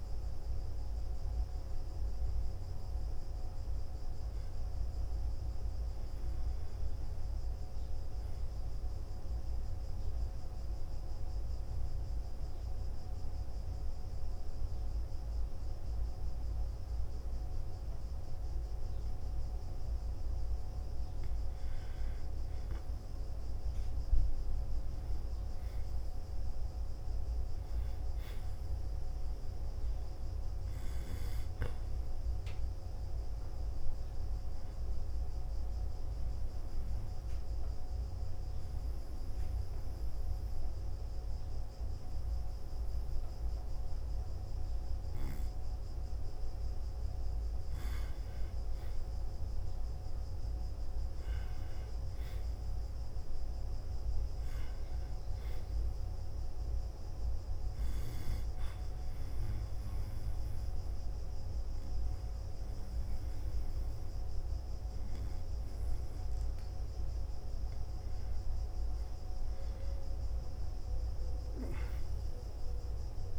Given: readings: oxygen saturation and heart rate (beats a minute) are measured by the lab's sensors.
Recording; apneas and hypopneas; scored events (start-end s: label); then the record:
breathing in sleep, hard to hear, by a room microphone; 3
0.00-2.00 s: arousal
8.00-10.00 s: long interval between heartbeats (device-marked, heart rate 60 before, 68 extreme)
8.00-21.50 s: central apnea (oxygen 97% before, 92% lowest, heart rate 60 before, 59 extreme, up 2 after)
13.00-73.38 s: new sleep stage, N2 (light sleep)
23.50-27.50 s: arousal
35.50-47.00 s: obstructive apnea (oxygen 97% before, 92% lowest, heart rate 61 before, 58 extreme)
49.00-53.00 s: arousal
59.00-69.00 s: obstructive apnea (oxygen 97% before, 92% lowest, heart rate 60 before, 61 extreme, up 2 after)
63.00-73.00 s: oxygen desaturation (device-marked, oxygen 97% before, 92% lowest, heart rate 60 before, 59 extreme)
70.00-73.38 s: arousal
From the record:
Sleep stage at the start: N1 (lightest sleep); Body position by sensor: on the back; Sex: male